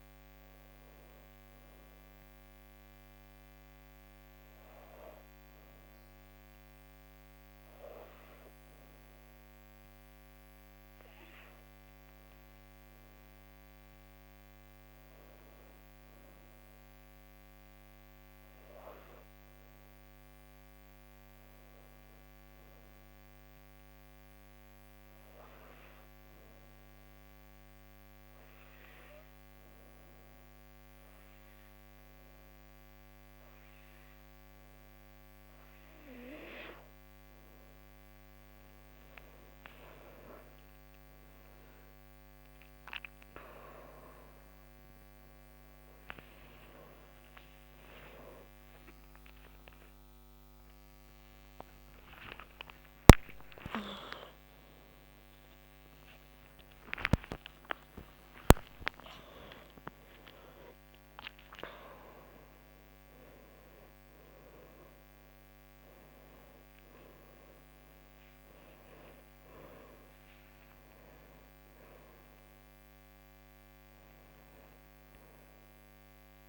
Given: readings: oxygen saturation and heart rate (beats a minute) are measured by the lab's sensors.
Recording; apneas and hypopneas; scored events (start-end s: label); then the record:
a person partly awake in a sleep study, by a microphone on the trachea; 2
1.50-11.50 s: hypopnea (oxygen 98% before, 90% lowest, heart rate 80 before, 78 extreme, up 5 after)
13.00-16.00 s: arousal
26.50-36.50 s: obstructive apnea (oxygen 97% before, 90% lowest, heart rate 80 before, 76 extreme, up 3 after)
36.00-66.00 s: new sleep stage, awake
41.00-62.00 s: oxygen desaturation (device-marked, oxygen 95% before, 90% lowest, heart rate 81 before, 77 extreme)
66.00-76.49 s: new sleep stage, N1 (lightest sleep)
From the record:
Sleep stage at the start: N2 (light sleep); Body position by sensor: on the back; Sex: female